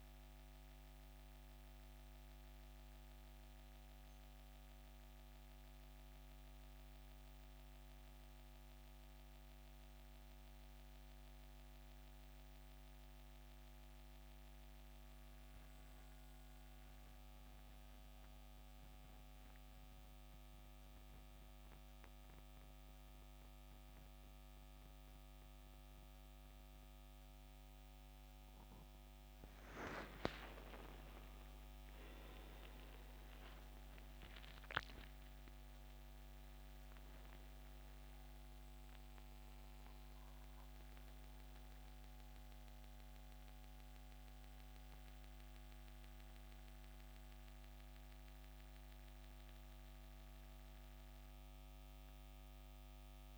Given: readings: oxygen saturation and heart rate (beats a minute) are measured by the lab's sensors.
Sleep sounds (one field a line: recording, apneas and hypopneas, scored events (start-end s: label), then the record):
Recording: breathing in sleep by a microphone on the trachea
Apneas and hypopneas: 1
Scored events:
6.00-10.00 s: arousal
15.50-28.50 s: central apnea (oxygen 94% before, 87% lowest, heart rate 74 before, 70 extreme, up 14 after)
18.00-53.38 s: new sleep stage, N2 (light sleep)
29.50-34.00 s: arousal
39.00-53.38 s: oxygen desaturation (device-marked, oxygen 92% before, 87% lowest, heart rate 75 before, 66 extreme)
From the record:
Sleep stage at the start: REM sleep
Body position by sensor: on the back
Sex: male